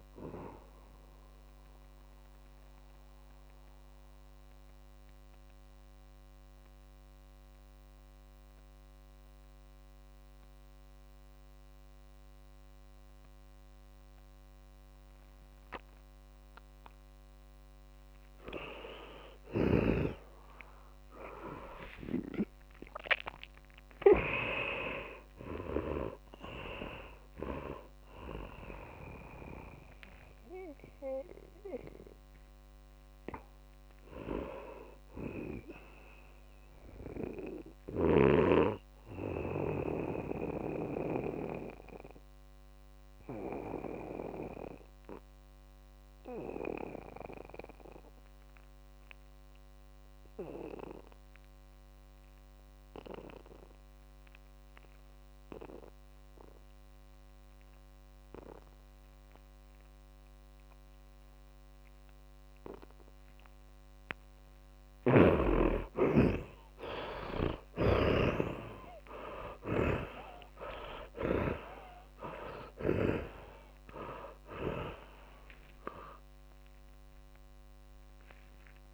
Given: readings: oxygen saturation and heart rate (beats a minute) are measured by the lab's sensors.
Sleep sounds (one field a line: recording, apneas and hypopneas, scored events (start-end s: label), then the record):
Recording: breathing in sleep by a microphone on the trachea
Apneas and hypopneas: 2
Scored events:
0.00-14.50 s: oxygen desaturation (device-marked, oxygen 74% lowest)
3.00-18.00 s: central apnea (oxygen 93% before, 74% lowest)
21.50-26.00 s: arousal
27.50-40.50 s: oxygen desaturation (device-marked, oxygen 100% before, 88% lowest)
42.00-65.50 s: mixed apnea (oxygen 100% before, 76% lowest)
55.50-78.94 s: oxygen desaturation (device-marked, oxygen 99% before, 76% lowest)
69.50-75.00 s: arousal
70.00-73.50 s: snoring (device-marked)
From the record:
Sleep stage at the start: N2 (light sleep)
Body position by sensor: on the back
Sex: male